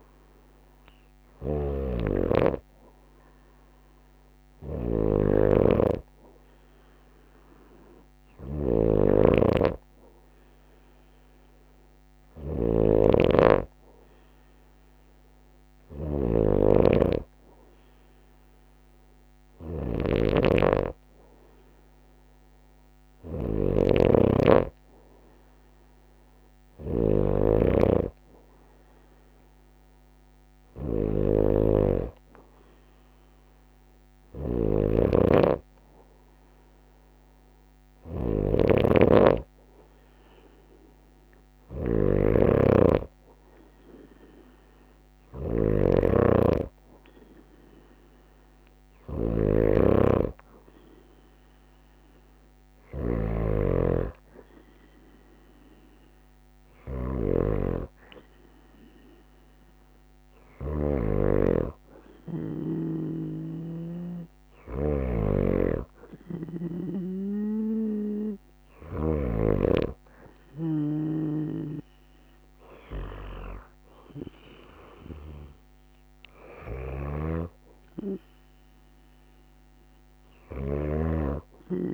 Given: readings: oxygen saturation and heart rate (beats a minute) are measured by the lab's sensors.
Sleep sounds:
breathing in sleep by a microphone on the trachea; none
0.00-23.50 s: snoring (device-marked)
33.50-38.50 s: snoring (device-marked)
45.50-49.50 s: snoring (device-marked)
From the record:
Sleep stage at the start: N2 (light sleep); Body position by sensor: on the right side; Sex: female

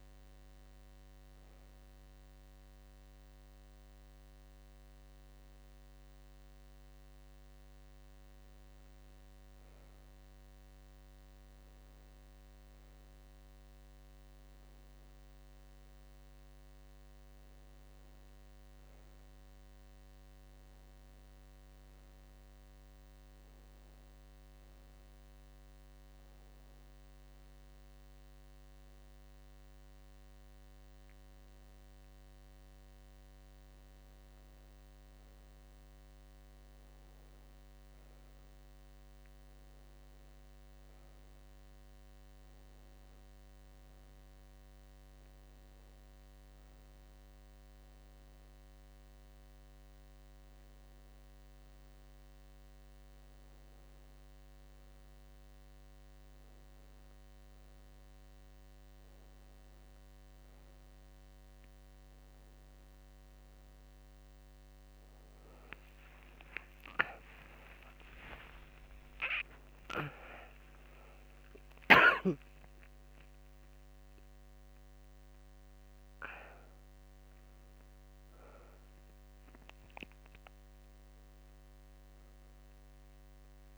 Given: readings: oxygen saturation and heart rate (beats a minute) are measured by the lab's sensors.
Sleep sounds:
breathing in sleep by a microphone on the trachea; none
65.50-70.00 s: arousal
From the record:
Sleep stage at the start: N2 (light sleep); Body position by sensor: on the back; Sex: female

